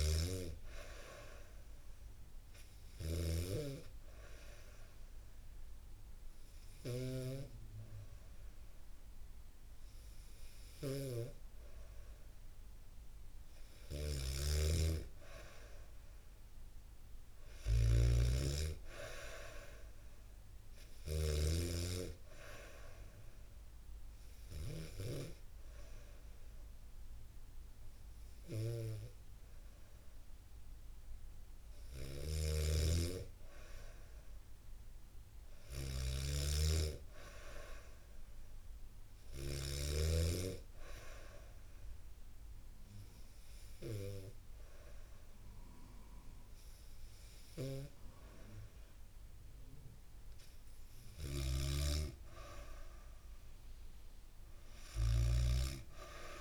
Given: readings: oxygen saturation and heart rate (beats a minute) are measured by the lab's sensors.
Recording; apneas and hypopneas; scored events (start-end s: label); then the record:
breathing in sleep by a room microphone; 3
0.00-24.50 s: snoring (device-marked)
2.50-13.50 s: hypopnea (oxygen 95% before, 92% lowest, heart rate 70 before, 69 extreme, up 6 after)
15.00-18.00 s: arousal
21.00-31.50 s: hypopnea (oxygen 95% before, 92% lowest, heart rate 72 before, 69 extreme)
31.50-39.50 s: snoring (device-marked)
33.00-35.50 s: arousal
40.00-50.00 s: hypopnea (oxygen 95% before, 92% lowest, heart rate 73 before, 69 extreme, up 1 after)
50.50-56.41 s: snoring (device-marked)
54.00-56.41 s: arousal
From the record:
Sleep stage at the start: N2 (light sleep); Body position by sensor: on the back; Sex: female